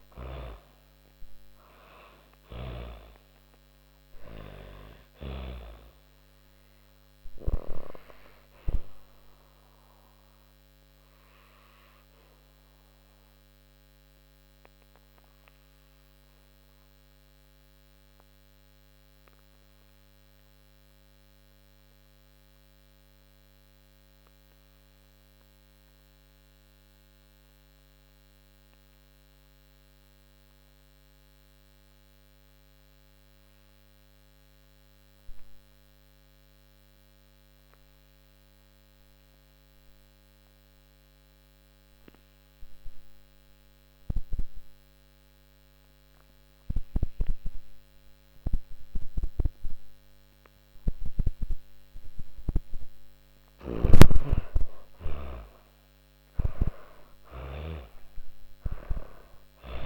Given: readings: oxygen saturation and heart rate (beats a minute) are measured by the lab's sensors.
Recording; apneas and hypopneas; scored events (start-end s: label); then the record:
breathing in sleep by a microphone on the trachea; 1
0.00-1.50 s: arousal
0.00-1.50 s: snoring (device-marked)
0.00-24.50 s: oxygen desaturation (device-marked, oxygen 87% lowest)
8.50-52.00 s: obstructive apnea (oxygen 99% before, 78% lowest)
38.50-59.86 s: oxygen desaturation (device-marked, oxygen 99% before, 78% lowest)
52.00-56.50 s: snoring (device-marked)
53.00-58.00 s: arousal
From the record:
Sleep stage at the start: N2 (light sleep); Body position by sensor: on the back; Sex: female